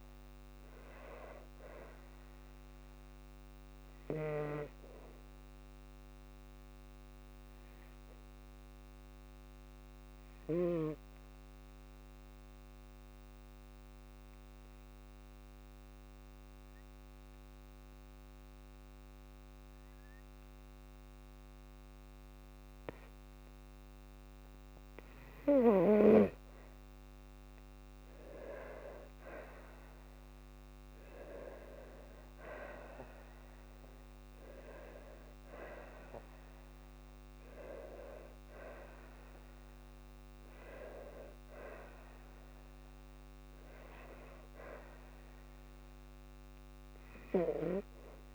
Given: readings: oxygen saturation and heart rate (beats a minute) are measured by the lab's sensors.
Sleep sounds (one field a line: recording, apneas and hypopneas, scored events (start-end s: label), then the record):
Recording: breathing in sleep by a microphone on the trachea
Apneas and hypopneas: 1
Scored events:
9.00-23.50 s: obstructive apnea (oxygen 97% before, 92% lowest, heart rate 56 before, 51 extreme, up 5 after)
15.50-27.50 s: oxygen desaturation (device-marked, oxygen 96% before, 92% lowest, heart rate 54 before, 53 extreme)
28.50-32.00 s: arousal
From the record:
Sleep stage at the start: N2 (light sleep)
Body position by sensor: on the back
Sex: female